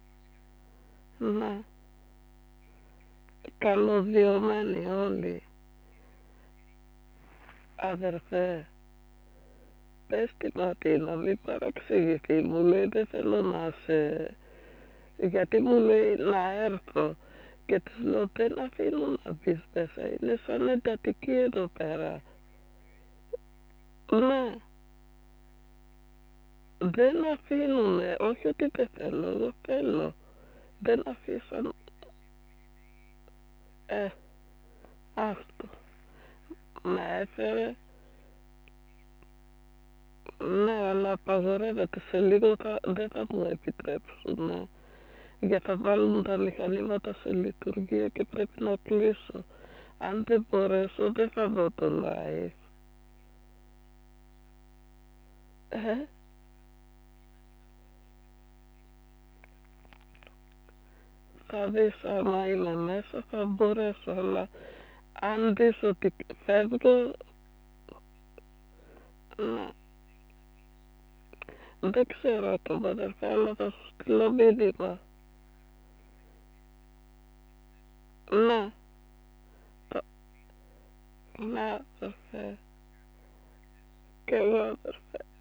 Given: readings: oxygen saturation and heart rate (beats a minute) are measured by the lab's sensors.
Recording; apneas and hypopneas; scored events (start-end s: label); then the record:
a person awake in a sleep study, by a microphone on the trachea; none
7.50-19.00 s: snoring (device-marked)
From the record:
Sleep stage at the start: awake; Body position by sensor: on the back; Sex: female